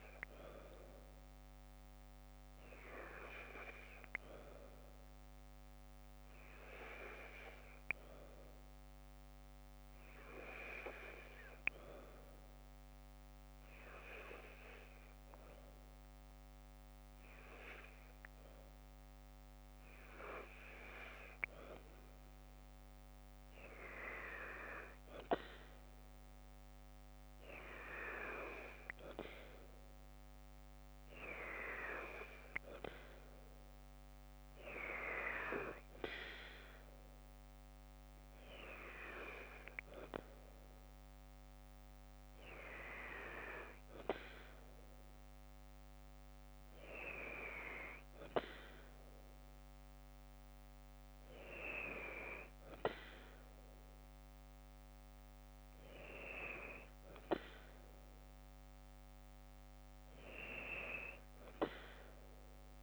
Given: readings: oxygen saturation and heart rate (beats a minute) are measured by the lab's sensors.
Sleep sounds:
breathing in sleep by a microphone on the trachea; none
none scored
From the record:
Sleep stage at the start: N2 (light sleep); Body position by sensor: on the left side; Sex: female

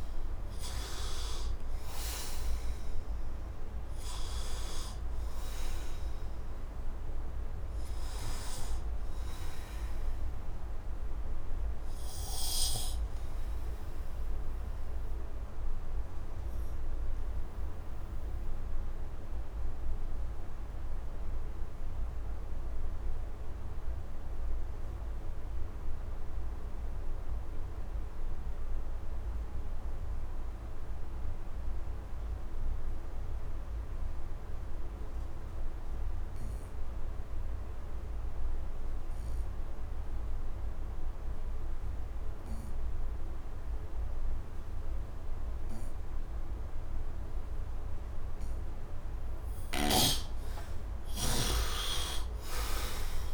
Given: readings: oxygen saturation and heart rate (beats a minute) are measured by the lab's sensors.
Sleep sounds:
breathing in sleep by a room microphone; 1
0.00-22.00 s: oxygen desaturation (device-marked, oxygen 73% lowest, heart rate 72 extreme)
12.00-49.00 s: obstructive apnea (oxygen 97% before, 66% lowest, heart rate 80 before, 72 extreme, up 16 after)
31.00-53.34 s: oxygen desaturation (device-marked, oxygen 100% before, 66% lowest, heart rate 73 before, 70 extreme)
49.50-53.34 s: arousal
From the record:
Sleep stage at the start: N2 (light sleep); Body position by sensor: on the right side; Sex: male

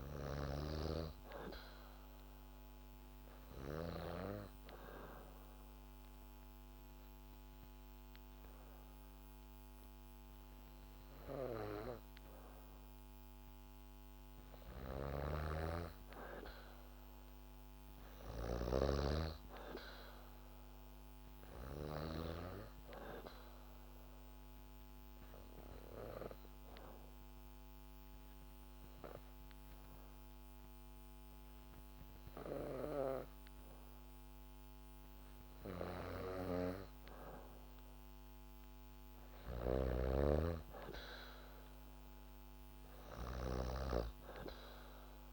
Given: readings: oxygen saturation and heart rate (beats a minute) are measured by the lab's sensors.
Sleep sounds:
breathing in sleep by a microphone on the trachea; 2
0.50-15.50 s: oxygen desaturation (device-marked, oxygen 96% before, 92% lowest, heart rate 72 before, 66 extreme)
4.50-14.50 s: obstructive apnea (oxygen 96% before, 92% lowest, heart rate 72 before, 66 extreme, up 4 after)
14.50-22.00 s: snoring (device-marked)
17.50-21.00 s: arousal
21.50-34.50 s: oxygen desaturation (device-marked, oxygen 96% before, 92% lowest, heart rate 70 before, 66 extreme)
23.50-36.00 s: obstructive apnea (oxygen 96% before, 92% lowest, heart rate 70 before, 66 extreme, up 0 after)
39.00-43.50 s: snoring (device-marked)
39.50-42.50 s: arousal
From the record:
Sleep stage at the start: N2 (light sleep); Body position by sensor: on the back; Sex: female

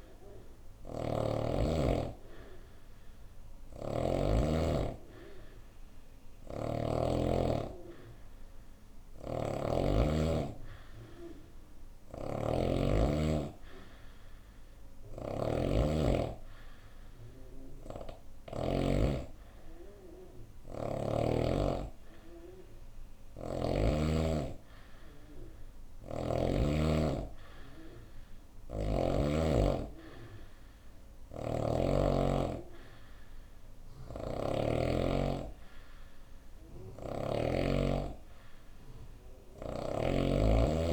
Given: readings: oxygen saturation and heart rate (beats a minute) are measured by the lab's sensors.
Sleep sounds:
breathing in sleep by a room microphone; none
0.00-3.50 s: snoring (device-marked)
5.50-18.00 s: snoring (device-marked)
25.00-28.50 s: snoring (device-marked)
30.50-34.00 s: snoring (device-marked)
36.00-40.93 s: snoring (device-marked)
From the record:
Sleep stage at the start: N2 (light sleep); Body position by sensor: on the right side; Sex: female

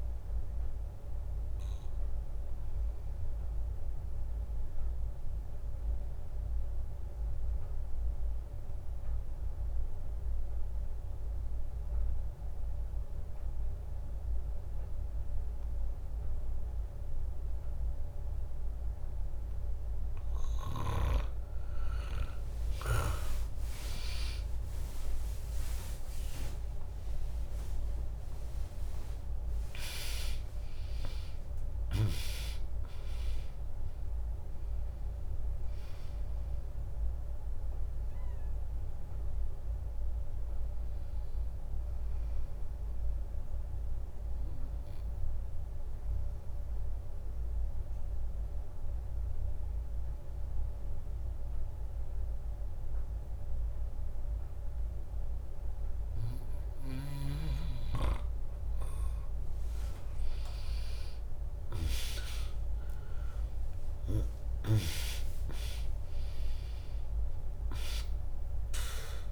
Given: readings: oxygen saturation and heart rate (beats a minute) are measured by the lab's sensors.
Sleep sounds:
breathing in sleep by a room microphone; 2
0.00-1.00 s: drop in pulse transit time (device-marked, heart rate 63 extreme)
1.00-21.50 s: obstructive apnea (oxygen 99% before, 95% lowest, heart rate 68 before, 59 extreme, up 11 after)
24.00-29.00 s: arousal
26.00-38.00 s: drop in pulse transit time (device-marked, heart rate 68 before, 63 extreme)
29.00-49.00 s: oxygen desaturation (device-marked, oxygen 99% before, 95% lowest, heart rate 67 before, 60 extreme)
42.50-57.50 s: obstructive apnea (oxygen 100% before, 95% lowest, heart rate 72 before, 60 extreme)
61.00-66.00 s: arousal
62.00-69.32 s: drop in pulse transit time (device-marked, heart rate 64 before, 60 extreme)
67.00-69.32 s: oxygen desaturation (device-marked, oxygen 99% before, 95% lowest, heart rate 63 before, 61 extreme)
From the record:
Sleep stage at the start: N2 (light sleep); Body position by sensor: on the back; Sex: female

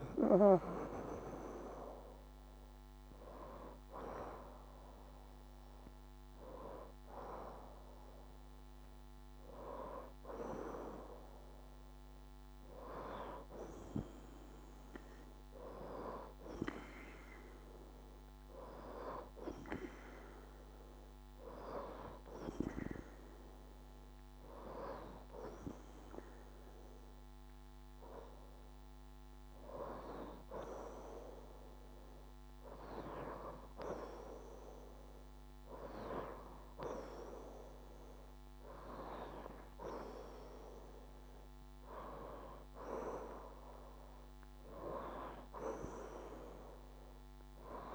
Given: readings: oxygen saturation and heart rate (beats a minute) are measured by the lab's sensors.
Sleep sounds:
breathing in sleep by a microphone on the trachea; none
4.50-9.50 s: arousal
43.50-45.50 s: long interval between heartbeats (device-marked, heart rate 71 before, 74 extreme)
From the record:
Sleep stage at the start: N2 (light sleep); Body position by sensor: on the left side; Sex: female

